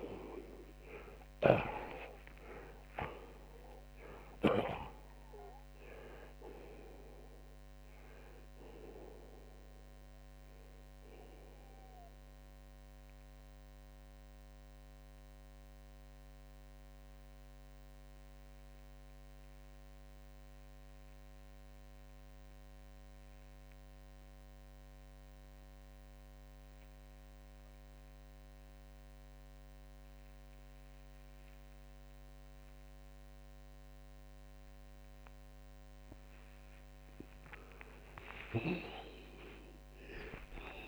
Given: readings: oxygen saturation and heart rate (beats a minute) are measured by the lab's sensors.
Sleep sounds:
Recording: breathing in sleep by a microphone on the trachea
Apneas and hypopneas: 1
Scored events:
0.00-3.00 s: arousal
0.00-4.50 s: snoring (device-marked)
3.00-15.00 s: oxygen desaturation (device-marked, oxygen 91% before, 88% lowest, heart rate 90 before, 64 extreme)
13.00-36.50 s: obstructive apnea (oxygen 91% before, 79% lowest, heart rate 107 before, 64 extreme)
23.00-38.00 s: oxygen desaturation (device-marked, oxygen 89% before, 79% lowest, heart rate 90 before, 67 extreme)
38.50-40.88 s: arousal
From the record:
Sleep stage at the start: N2 (light sleep)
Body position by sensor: on the back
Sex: male

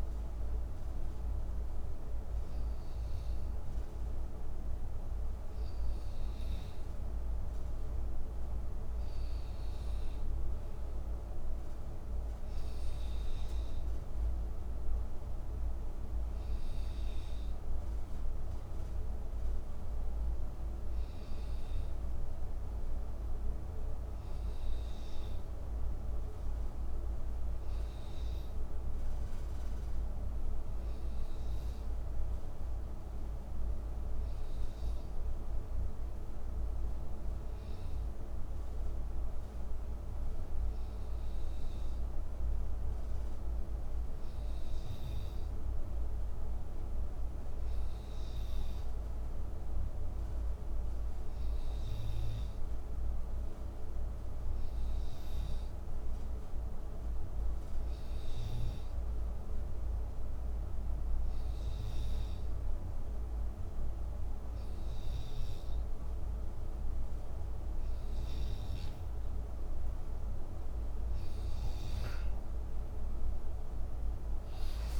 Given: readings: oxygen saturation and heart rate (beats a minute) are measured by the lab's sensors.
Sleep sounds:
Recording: breathing in sleep, hard to hear, by a room microphone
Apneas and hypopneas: none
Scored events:
27.50-31.50 s: snoring (device-marked)
55.00-58.50 s: snoring (device-marked)
74.00-75.00 s: arousal
From the record:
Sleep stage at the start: N2 (light sleep)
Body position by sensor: on the right side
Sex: male

